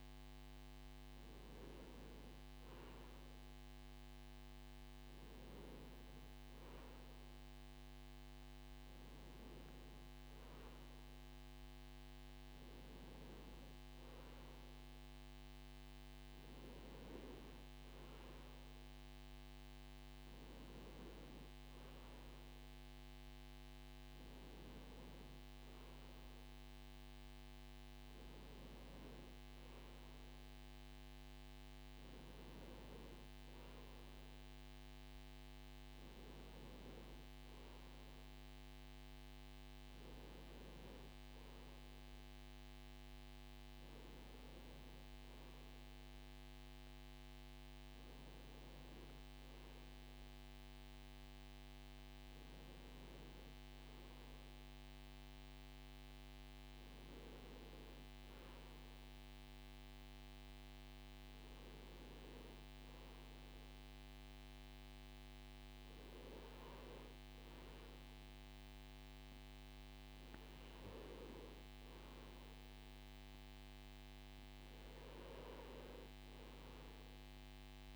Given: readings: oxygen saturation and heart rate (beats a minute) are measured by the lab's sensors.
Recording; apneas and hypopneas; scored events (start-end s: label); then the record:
breathing in sleep, hard to hear, by a microphone on the trachea; none
none scored
From the record:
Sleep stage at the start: N2 (light sleep); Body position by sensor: on the right side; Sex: male